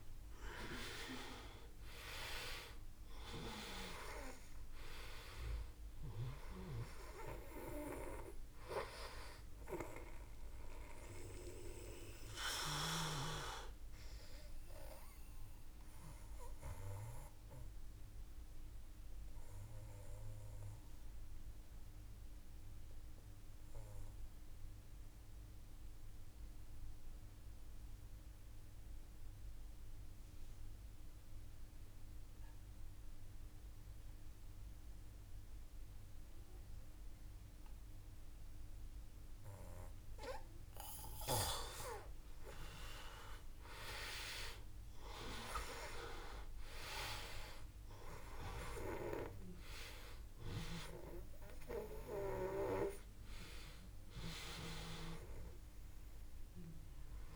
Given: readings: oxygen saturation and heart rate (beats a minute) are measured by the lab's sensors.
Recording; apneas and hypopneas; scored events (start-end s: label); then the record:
breathing in sleep by a room microphone; 1
0.00-2.50 s: arousal
0.00-26.00 s: oxygen desaturation (device-marked, oxygen 88% lowest, heart rate 51 extreme)
11.00-39.50 s: obstructive apnea (oxygen 98% before, 88% lowest, heart rate 55 before, 51 extreme, up 5 after)
43.00-47.50 s: arousal
43.00-57.36 s: oxygen desaturation (device-marked, oxygen 97% before, 88% lowest, heart rate 53 before, 52 extreme)
From the record:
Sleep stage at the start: N2 (light sleep); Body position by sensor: on the back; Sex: male